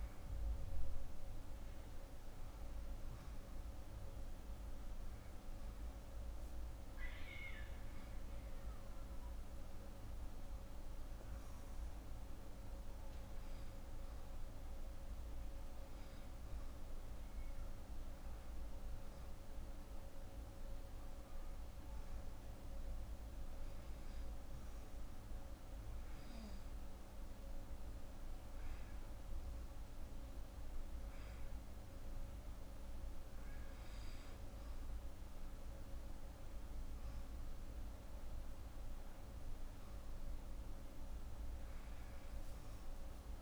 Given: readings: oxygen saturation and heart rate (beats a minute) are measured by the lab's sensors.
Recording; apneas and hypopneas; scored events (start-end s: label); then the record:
breathing in sleep, hard to hear, by a room microphone; none
none scored
From the record:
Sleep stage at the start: N2 (light sleep); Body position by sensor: on the right side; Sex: female